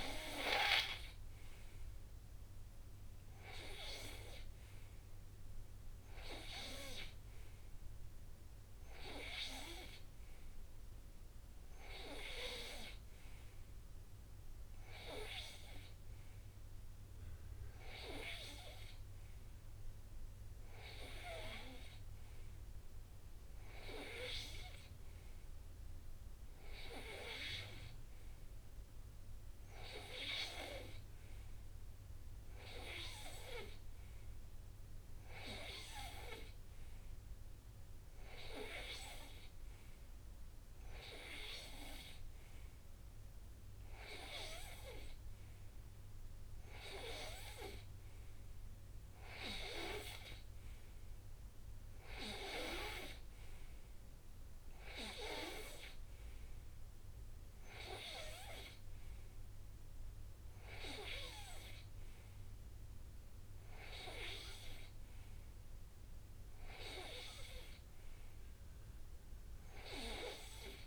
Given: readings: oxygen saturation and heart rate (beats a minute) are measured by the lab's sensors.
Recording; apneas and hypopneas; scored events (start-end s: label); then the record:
breathing in sleep by a room microphone; none
43.00-45.00 s: long interval between heartbeats (device-marked, heart rate 67 before, 76 extreme)
From the record:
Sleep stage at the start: N2 (light sleep); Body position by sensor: on the right side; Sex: male